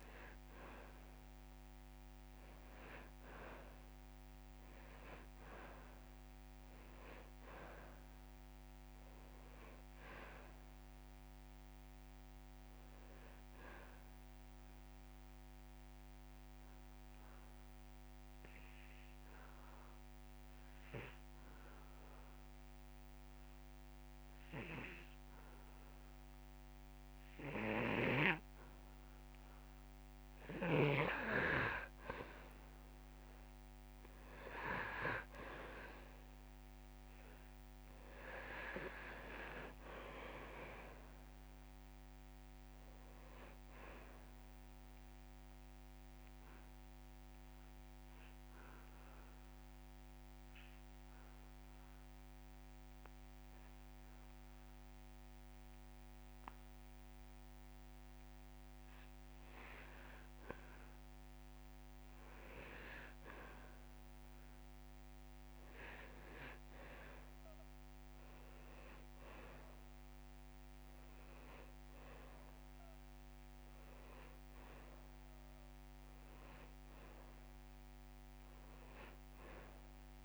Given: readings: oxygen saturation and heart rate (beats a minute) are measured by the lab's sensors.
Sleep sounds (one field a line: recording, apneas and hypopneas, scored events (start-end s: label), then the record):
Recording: breathing in sleep by a microphone on the trachea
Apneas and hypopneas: 2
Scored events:
15.00-31.00 s: mixed apnea (oxygen 99% before, 89% lowest)
25.00-27.00 s: long interval between heartbeats (device-marked)
34.00-38.00 s: arousal
38.50-40.50 s: long interval between heartbeats (device-marked)
40.50-76.50 s: oxygen desaturation (device-marked, oxygen 97% before, 89% lowest)
46.00-59.50 s: obstructive apnea (oxygen 97% before, 89% lowest)
62.00-65.00 s: arousal
67.00-69.00 s: long interval between heartbeats (device-marked)
From the record:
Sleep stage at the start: N2 (light sleep)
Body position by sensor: on the back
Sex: male